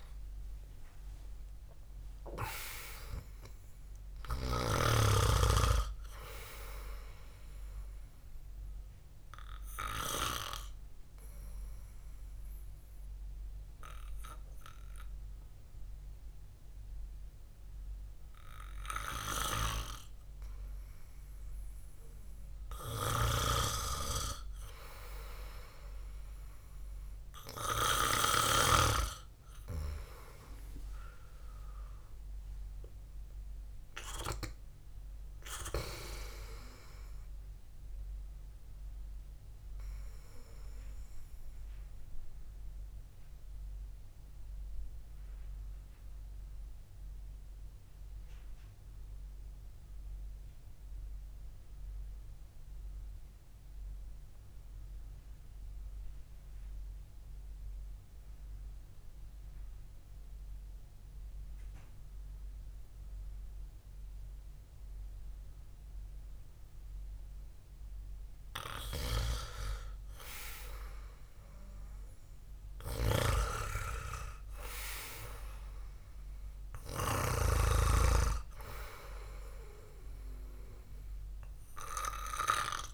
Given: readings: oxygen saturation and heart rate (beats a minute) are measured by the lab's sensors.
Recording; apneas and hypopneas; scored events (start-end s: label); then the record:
breathing in sleep by a room microphone; 2
0.00-2.50 s: arousal
0.00-5.50 s: snoring (device-marked)
8.50-22.50 s: obstructive apnea (oxygen 97% before, 93% lowest, heart rate 72 before, 69 extreme, up 6 after)
10.00-27.00 s: oxygen desaturation (device-marked, oxygen 97% before, 93% lowest, heart rate 71 before, 67 extreme)
23.50-29.50 s: snoring (device-marked)
28.00-33.00 s: arousal
41.50-68.00 s: obstructive apnea (oxygen 98% before, 91% lowest, heart rate 79 before, 57 extreme, up 2 after)
69.00-82.94 s: oxygen desaturation (device-marked, oxygen 99% before, 94% lowest, heart rate 65 before, 57 extreme)
70.50-75.50 s: arousal
73.50-78.00 s: snoring (device-marked)
From the record:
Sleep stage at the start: REM sleep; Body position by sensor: on the back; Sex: male